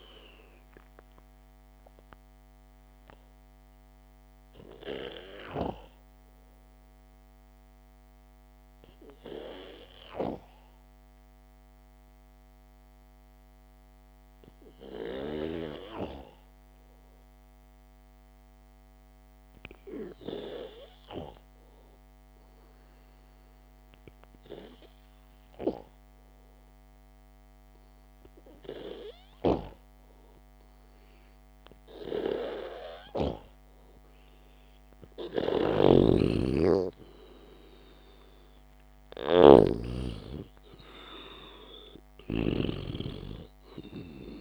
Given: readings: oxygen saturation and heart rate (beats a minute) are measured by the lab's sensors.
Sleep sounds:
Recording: breathing in sleep by a microphone on the trachea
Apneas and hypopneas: 1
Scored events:
3.50-23.00 s: obstructive apnea (oxygen 98% before, 92% lowest, heart rate 56 before, 51 extreme)
26.00-29.50 s: arousal
36.00-43.00 s: snoring (device-marked)
39.50-44.41 s: oxygen desaturation (device-marked, oxygen 97% before, 93% lowest, heart rate 57 before, 52 extreme)
From the record:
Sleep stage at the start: N2 (light sleep)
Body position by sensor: on the back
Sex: male

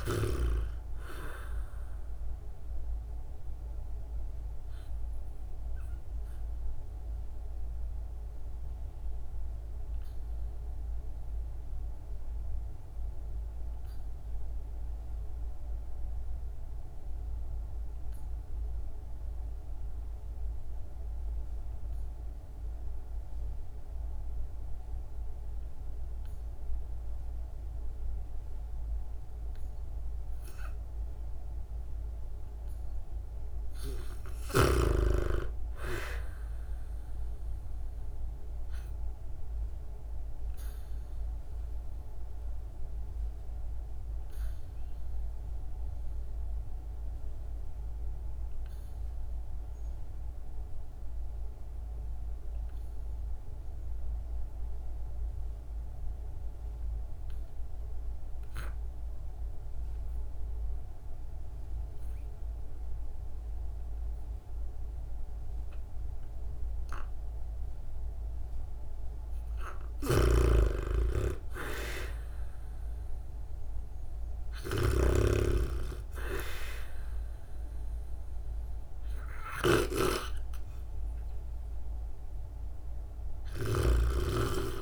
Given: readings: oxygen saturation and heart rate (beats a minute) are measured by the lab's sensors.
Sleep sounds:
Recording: breathing in sleep by a room microphone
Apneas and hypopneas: 2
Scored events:
0.00-15.50 s: oxygen desaturation (device-marked, oxygen 81% lowest, heart rate 54 extreme)
2.50-31.50 s: obstructive apnea (oxygen 97% before, 75% lowest, heart rate 65 before, 54 extreme, up 10 after)
24.50-57.50 s: oxygen desaturation (device-marked, oxygen 98% before, 78% lowest, heart rate 64 before, 54 extreme)
34.00-37.00 s: arousal
40.00-68.00 s: obstructive apnea (oxygen 98% before, 75% lowest, heart rate 62 before, 55 extreme, up 23 after)
59.50-84.82 s: oxygen desaturation (device-marked, oxygen 94% before, 75% lowest, heart rate 62 before, 55 extreme)
70.00-84.82 s: snoring (device-marked)
70.50-74.00 s: arousal
From the record:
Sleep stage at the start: REM sleep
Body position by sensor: on the back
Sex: female

